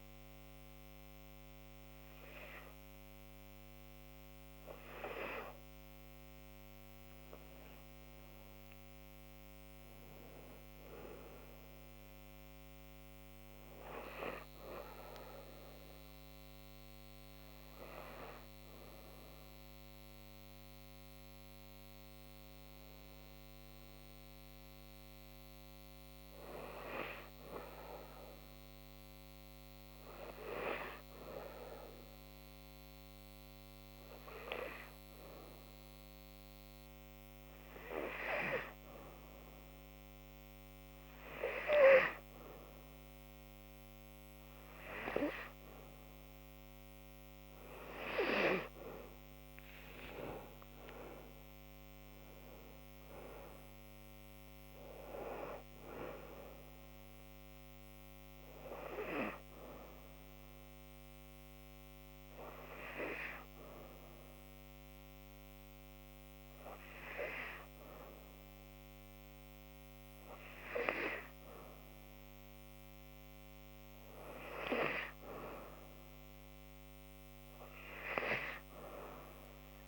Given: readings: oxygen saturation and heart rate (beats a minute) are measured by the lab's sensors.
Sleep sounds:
breathing in sleep by a microphone on the trachea; 2
21.00-23.50 s: arousal
30.00-44.50 s: obstructive apnea (oxygen 98% before, 91% lowest, heart rate 69 before, 66 extreme, up 7 after)
44.50-73.50 s: oxygen desaturation (device-marked, oxygen 96% before, 92% lowest, heart rate 69 before, 66 extreme)
49.00-53.00 s: arousal
58.00-71.50 s: obstructive apnea (oxygen 97% before, 91% lowest, heart rate 73 before, 66 extreme, up 5 after)
75.50-79.00 s: arousal
From the record:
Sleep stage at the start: N2 (light sleep); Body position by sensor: on the back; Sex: female

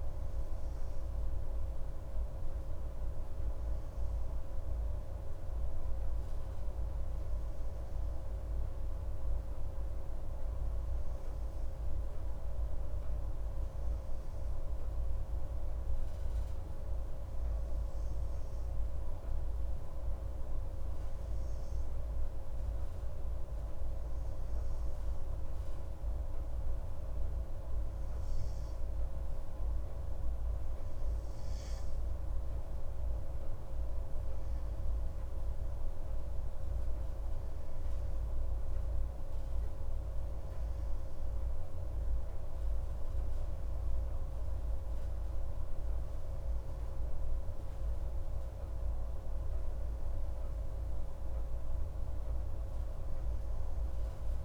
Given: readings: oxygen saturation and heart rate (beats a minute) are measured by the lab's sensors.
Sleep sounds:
breathing in sleep, hard to hear, by a room microphone; none
none scored
From the record:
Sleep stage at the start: N2 (light sleep); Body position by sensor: on the right side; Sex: male

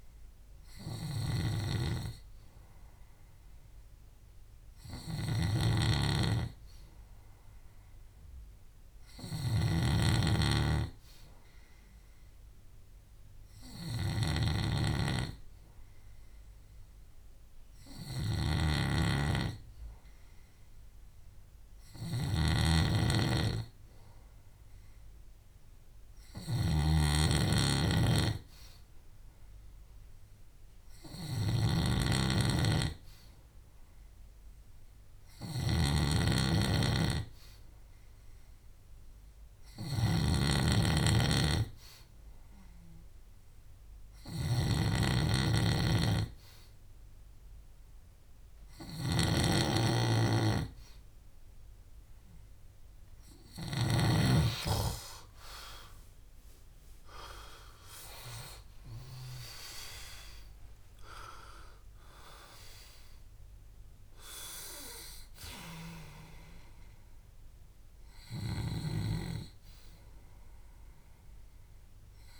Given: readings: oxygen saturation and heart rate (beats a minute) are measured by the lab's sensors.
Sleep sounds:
breathing in sleep by a room microphone; 1
0.00-54.00 s: snoring (device-marked)
6.00-52.50 s: hypopnea (oxygen 94% before, 92% lowest, heart rate 73 before, 62 extreme, up 30 after)
31.50-51.50 s: oxygen desaturation (device-marked, oxygen 97% before, 93% lowest, heart rate 67 before, 62 extreme)
57.50-63.50 s: tachycardia (device-marked, heart rate 68 before, 126 extreme)
59.00-64.00 s: arousal
59.50-61.50 s: long interval between heartbeats (device-marked, heart rate 69 before, 97 extreme)
From the record:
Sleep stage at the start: N2 (light sleep); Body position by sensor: on the left side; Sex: male

